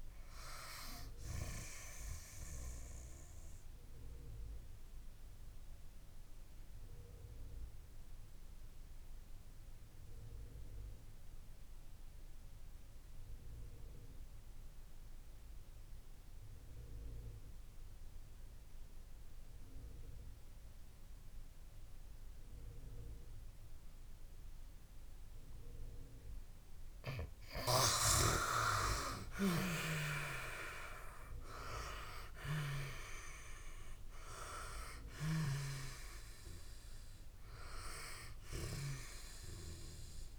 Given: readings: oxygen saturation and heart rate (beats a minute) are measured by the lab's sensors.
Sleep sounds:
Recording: breathing in sleep by a room microphone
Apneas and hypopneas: 1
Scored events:
0.00-20.50 s: oxygen desaturation (device-marked, oxygen 92% lowest)
2.50-26.00 s: obstructive apnea (oxygen 99% before, 87% lowest)
27.50-31.00 s: arousal
28.50-40.39 s: oxygen desaturation (device-marked, oxygen 97% before, 87% lowest)
From the record:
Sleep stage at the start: N2 (light sleep)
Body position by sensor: on the back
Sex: female

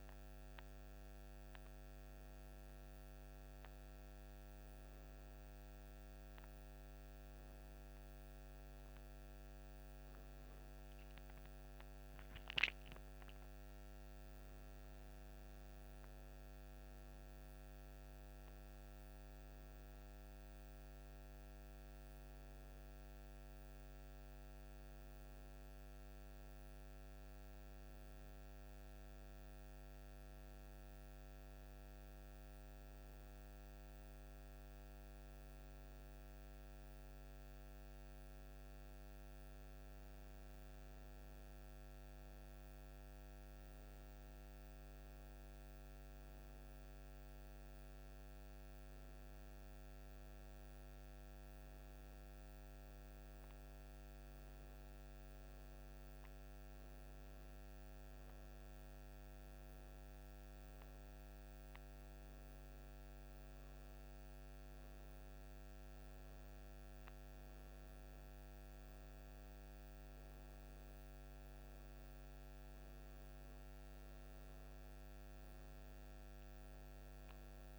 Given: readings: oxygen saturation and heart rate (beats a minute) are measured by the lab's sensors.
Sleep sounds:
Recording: a person awake in a sleep study, hard to hear, by a microphone on the trachea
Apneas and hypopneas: none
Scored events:
none scored
From the record:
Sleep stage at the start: awake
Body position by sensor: on the right side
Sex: female

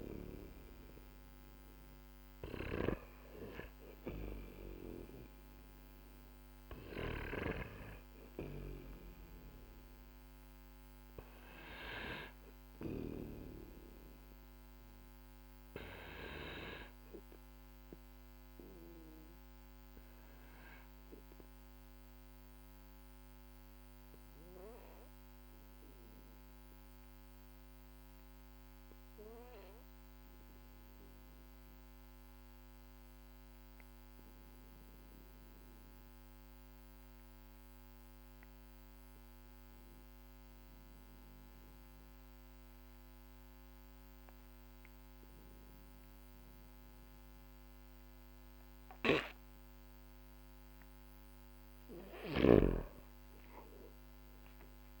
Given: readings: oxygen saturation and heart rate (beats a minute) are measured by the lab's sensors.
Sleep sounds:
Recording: breathing in sleep by a microphone on the trachea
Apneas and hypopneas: 1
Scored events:
0.00-12.50 s: snoring (device-marked)
23.00-50.00 s: obstructive apnea (oxygen 97% before, 91% lowest, heart rate 51 before, 47 extreme, up 12 after)
51.50-55.00 s: arousal
54.00-55.00 s: oxygen desaturation (device-marked, oxygen 97% before, 91% lowest, heart rate 58 before, 47 extreme)
From the record:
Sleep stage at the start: N2 (light sleep)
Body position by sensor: on the back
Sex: male

